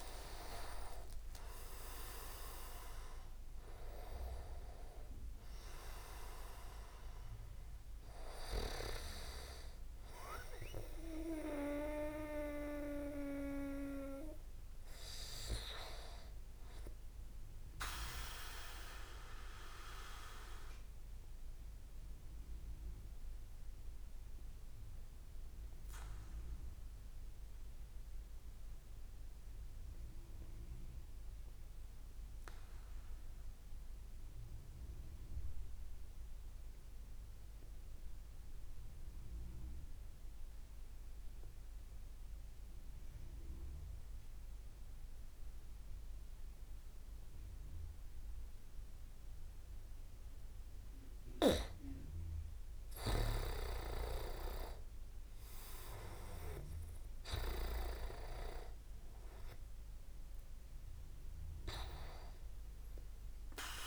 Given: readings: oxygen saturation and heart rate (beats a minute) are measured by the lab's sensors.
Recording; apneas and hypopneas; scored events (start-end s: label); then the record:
breathing in sleep by a room microphone; 1
0.00-1.00 s: arousal
0.00-2.50 s: leg movement (device-marked)
0.00-13.50 s: oxygen desaturation (device-marked, oxygen 90% lowest)
18.50-31.50 s: oxygen desaturation (device-marked, oxygen 94% before, 89% lowest)
18.50-52.50 s: obstructive apnea (oxygen 95% before, 89% lowest)
51.50-63.87 s: oxygen desaturation (device-marked, oxygen 99% before, 91% lowest)
54.00-58.00 s: arousal
From the record:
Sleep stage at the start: REM sleep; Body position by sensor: on the back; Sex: male